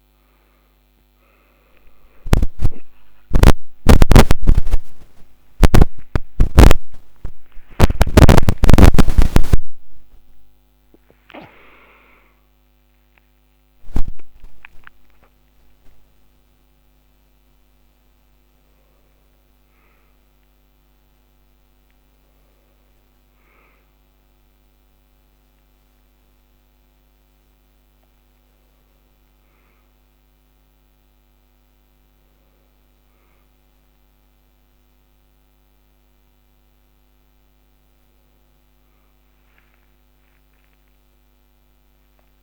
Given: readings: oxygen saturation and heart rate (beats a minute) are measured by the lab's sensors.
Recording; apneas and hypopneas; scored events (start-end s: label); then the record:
breathing in sleep by a microphone on the trachea; none
1.50-7.00 s: arousal
8.00-10.00 s: long interval between heartbeats (device-marked, heart rate 82 before, 112 extreme)
16.50-42.43 s: new sleep stage, N1 (lightest sleep)
From the record:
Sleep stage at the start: N2 (light sleep); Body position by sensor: on the back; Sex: male